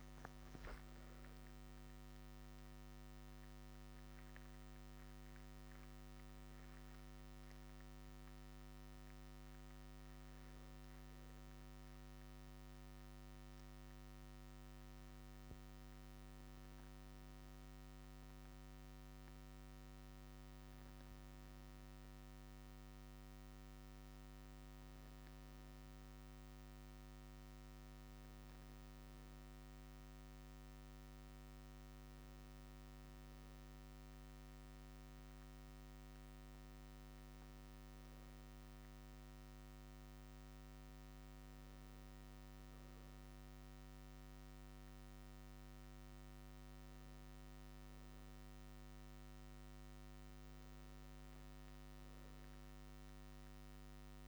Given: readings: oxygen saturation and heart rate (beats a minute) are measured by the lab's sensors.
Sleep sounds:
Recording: breathing in sleep, hard to hear, by a microphone on the trachea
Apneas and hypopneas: 1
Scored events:
1.00-14.00 s: central apnea (oxygen 96% before, 95% lowest)
19.00-22.50 s: arousal
22.50-35.50 s: oxygen desaturation (device-marked, oxygen 99% before, 95% lowest)
From the record:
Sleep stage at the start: N1 (lightest sleep)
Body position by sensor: on the right side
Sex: male

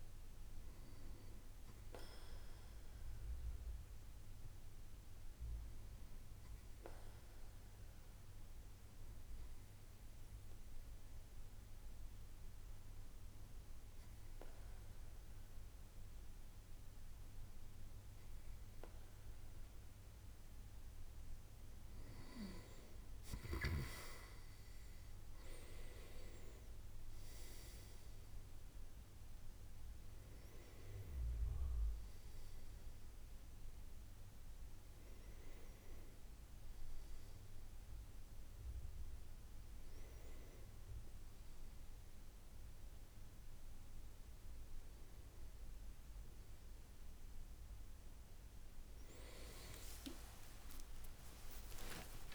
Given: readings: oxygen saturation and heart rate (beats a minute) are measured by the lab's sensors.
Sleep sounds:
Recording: a person partly awake in a sleep study, by a room microphone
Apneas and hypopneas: none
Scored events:
34.00-52.35 s: new sleep stage, awake
From the record:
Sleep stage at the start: REM sleep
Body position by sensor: on the right side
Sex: male

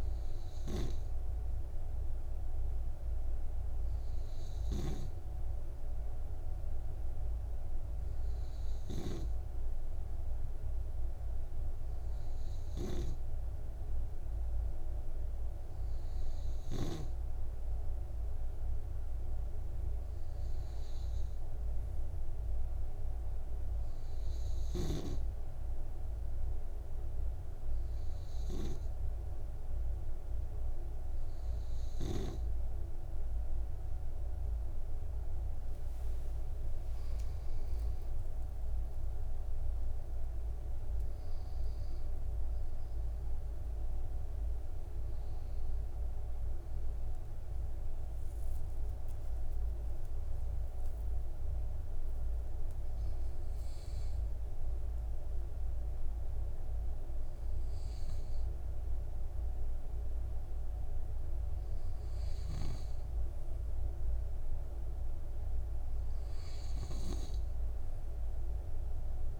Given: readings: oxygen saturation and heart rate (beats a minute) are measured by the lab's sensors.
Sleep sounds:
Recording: breathing in sleep, hard to hear, by a room microphone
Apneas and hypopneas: none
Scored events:
37.50-42.00 s: arousal
42.00-58.00 s: oxygen desaturation (device-marked, oxygen 97% before, 93% lowest, heart rate 60 before, 55 extreme)
From the record:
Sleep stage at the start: N2 (light sleep)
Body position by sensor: on the right side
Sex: male

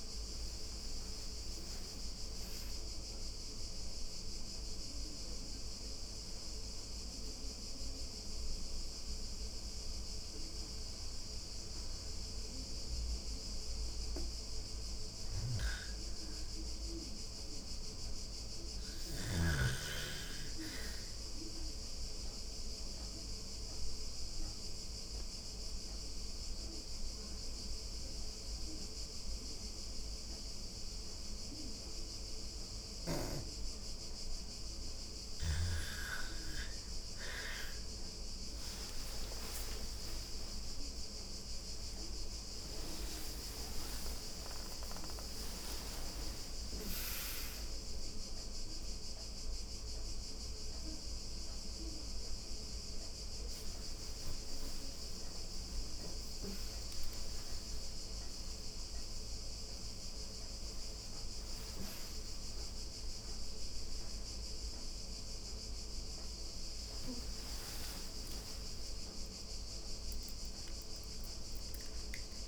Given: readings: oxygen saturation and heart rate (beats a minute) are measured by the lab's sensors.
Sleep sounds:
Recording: a person awake in a sleep study, by a room microphone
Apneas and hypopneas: 2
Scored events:
0.00-13.00 s: oxygen desaturation (device-marked, oxygen 97% before, 91% lowest, heart rate 95 before, 91 extreme)
3.00-13.50 s: obstructive apnea (oxygen 97% before, 88% lowest, heart rate 102 before, 91 extreme, up 0 after)
14.00-18.50 s: snoring (device-marked)
15.50-18.50 s: arousal
21.50-33.00 s: obstructive apnea (oxygen 97% before, 88% lowest, heart rate 101 before, 95 extreme, up 21 after)
22.00-34.00 s: oxygen desaturation (device-marked, oxygen 97% before, 92% lowest, heart rate 101 before, 95 extreme)
30.00-72.48 s: new sleep stage, awake
36.00-49.00 s: oxygen desaturation (device-marked, oxygen 96% before, 88% lowest, heart rate 106 before, 86 extreme)
From the record:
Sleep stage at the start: REM sleep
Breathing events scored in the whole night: 397 in 3.1 hours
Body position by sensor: on the back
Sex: female

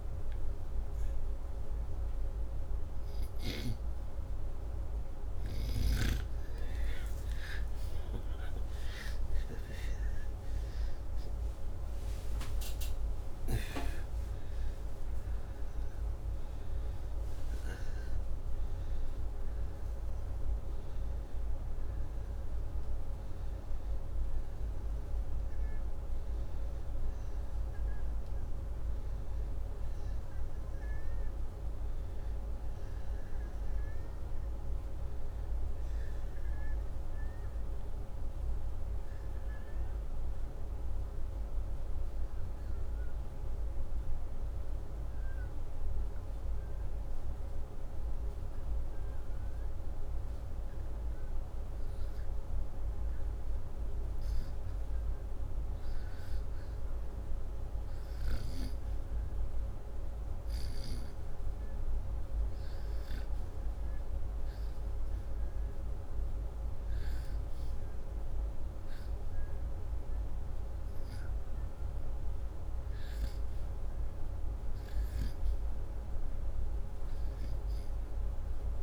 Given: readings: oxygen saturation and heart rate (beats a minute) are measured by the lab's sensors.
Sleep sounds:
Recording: breathing in sleep, hard to hear, by a room microphone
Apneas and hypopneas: 1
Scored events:
0.00-5.50 s: oxygen desaturation (device-marked, oxygen 92% lowest, heart rate 81 extreme)
7.00-13.50 s: arousal
9.50-69.50 s: new sleep stage, N2 (light sleep)
43.00-55.50 s: obstructive apnea (oxygen 98% before, 93% lowest, heart rate 79 before, 73 extreme, up 3 after)
58.00-61.50 s: arousal
69.50-78.83 s: new sleep stage, REM sleep
69.50-78.83 s: oxygen desaturation (device-marked, oxygen 98% before, 93% lowest, heart rate 77 before, 78 extreme)
From the record:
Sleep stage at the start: REM sleep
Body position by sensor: upright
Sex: male

